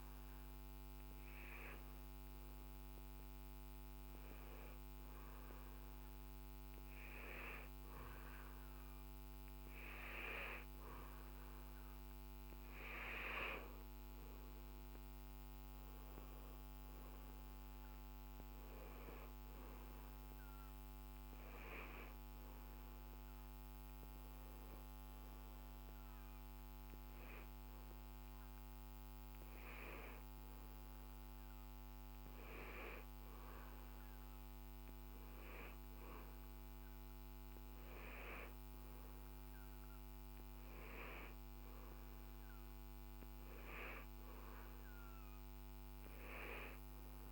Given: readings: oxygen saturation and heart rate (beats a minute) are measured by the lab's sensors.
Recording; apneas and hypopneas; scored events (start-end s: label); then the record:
breathing in sleep by a microphone on the trachea; none
none scored
From the record:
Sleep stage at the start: N2 (light sleep); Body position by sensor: on the back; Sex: male